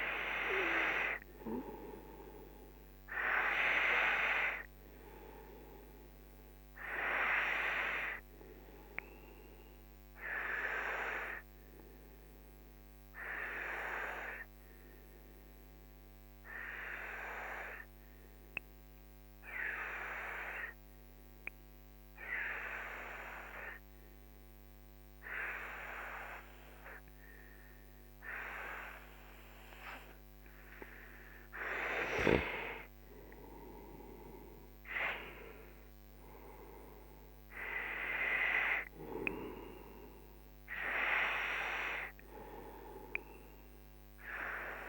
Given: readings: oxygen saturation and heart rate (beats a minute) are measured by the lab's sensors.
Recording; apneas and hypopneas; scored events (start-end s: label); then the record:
breathing in sleep by a microphone on the trachea; 1
8.50-30.50 s: obstructive apnea (oxygen 97% before, 93% lowest, heart rate 53 before, 44 extreme, up 9 after)
32.50-36.00 s: arousal
From the record:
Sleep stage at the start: N2 (light sleep); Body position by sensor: on the right side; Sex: male